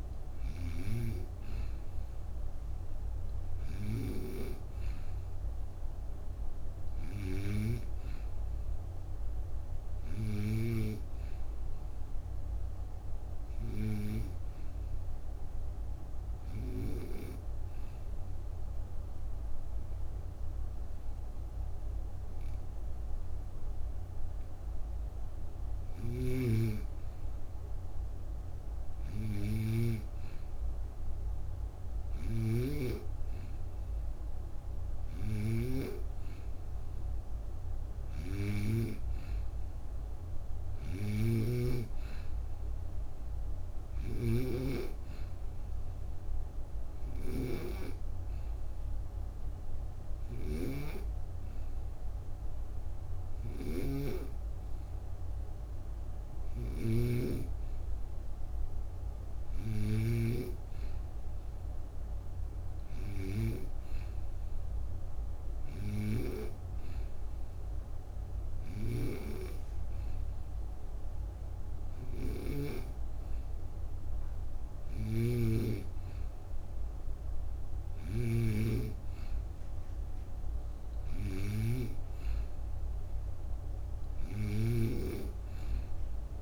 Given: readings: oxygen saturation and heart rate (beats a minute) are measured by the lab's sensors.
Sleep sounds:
breathing in sleep by a room microphone; 2
16.00-26.00 s: obstructive apnea (oxygen 94% before, 91% lowest)
25.50-44.00 s: snoring (device-marked)
27.50-32.00 s: arousal
45.50-56.50 s: hypopnea (oxygen 95% before, 91% lowest)
50.00-60.00 s: snoring (device-marked)
52.50-71.50 s: oxygen desaturation (device-marked, oxygen 95% before, 91% lowest)
61.50-65.00 s: arousal
74.50-86.42 s: snoring (device-marked)
From the record:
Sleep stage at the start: N2 (light sleep); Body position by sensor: on the right side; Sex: female

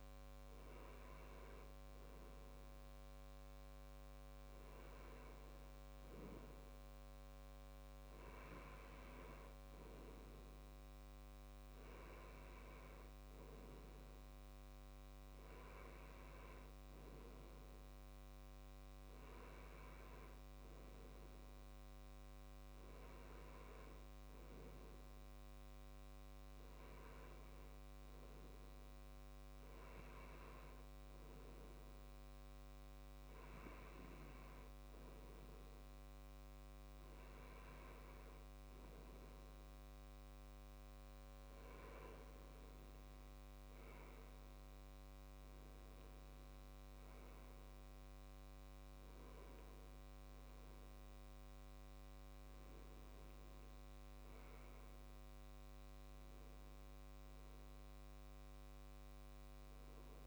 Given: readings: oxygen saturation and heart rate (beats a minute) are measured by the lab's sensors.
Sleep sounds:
breathing in sleep, hard to hear, by a microphone on the trachea; none
none scored
From the record:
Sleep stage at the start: N2 (light sleep); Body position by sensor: on the left side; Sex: male

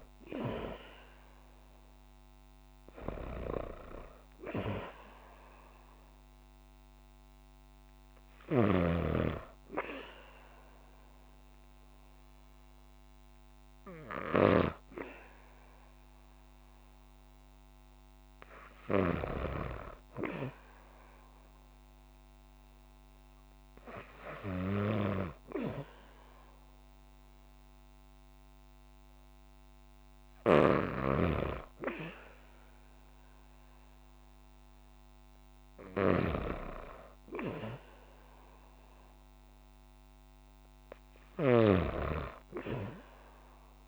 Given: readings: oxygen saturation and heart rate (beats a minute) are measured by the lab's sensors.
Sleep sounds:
breathing in sleep by a microphone on the trachea; 1
20.50-31.00 s: hypopnea (oxygen 97% before, 93% lowest, heart rate 57 before, 57 extreme, up 2 after)
30.00-43.87 s: snoring (device-marked)
33.00-36.50 s: arousal
From the record:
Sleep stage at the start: N2 (light sleep); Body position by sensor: on the back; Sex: female

